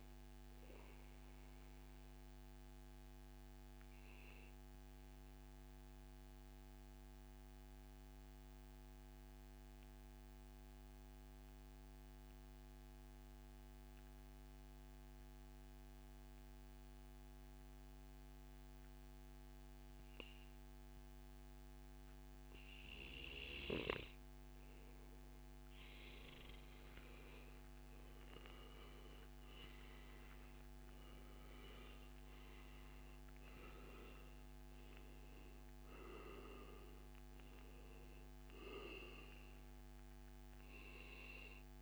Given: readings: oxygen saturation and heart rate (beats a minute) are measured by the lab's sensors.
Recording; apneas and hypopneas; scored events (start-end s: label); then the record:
breathing in sleep by a microphone on the trachea; 1
0.00-2.00 s: oxygen desaturation (device-marked, oxygen 94% lowest, heart rate 78 extreme)
4.00-23.50 s: mixed apnea (oxygen 100% before, 93% lowest, heart rate 134 before, 78 extreme, up 52 after)
16.50-18.50 s: long interval between heartbeats (device-marked, heart rate 123 before, 91 extreme)
25.00-41.82 s: oxygen desaturation (device-marked, oxygen 98% before, 93% lowest, heart rate 104 before, 86 extreme)
25.50-30.00 s: arousal
From the record:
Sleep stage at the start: N2 (light sleep); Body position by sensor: on the back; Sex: male